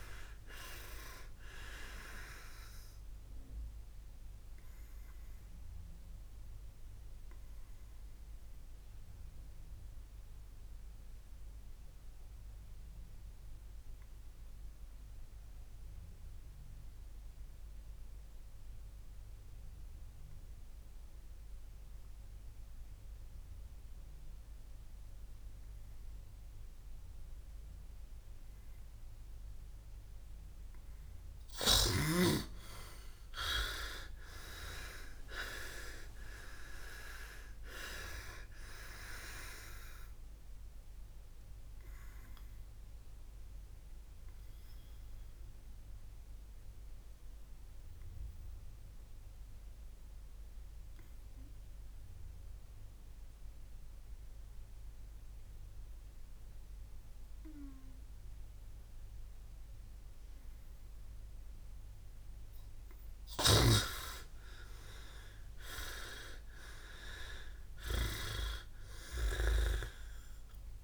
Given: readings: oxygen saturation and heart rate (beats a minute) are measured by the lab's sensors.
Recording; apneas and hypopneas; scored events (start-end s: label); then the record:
breathing in sleep by a room microphone; 2
0.00-1.00 s: arousal
0.50-31.50 s: oxygen desaturation (device-marked, oxygen 99% before, 91% lowest, heart rate 62 before, 35 extreme)
3.00-30.00 s: obstructive apnea (oxygen 99% before, 84% lowest, heart rate 65 before, 35 extreme)
33.50-38.50 s: arousal
41.00-61.50 s: obstructive apnea (oxygen 99% before, 84% lowest, heart rate 76 before, 35 extreme)
42.50-68.50 s: oxygen desaturation (device-marked, oxygen 99% before, 84% lowest, heart rate 82 before, 35 extreme)
64.00-68.00 s: arousal
From the record:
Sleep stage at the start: N2 (light sleep); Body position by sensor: on the back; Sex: male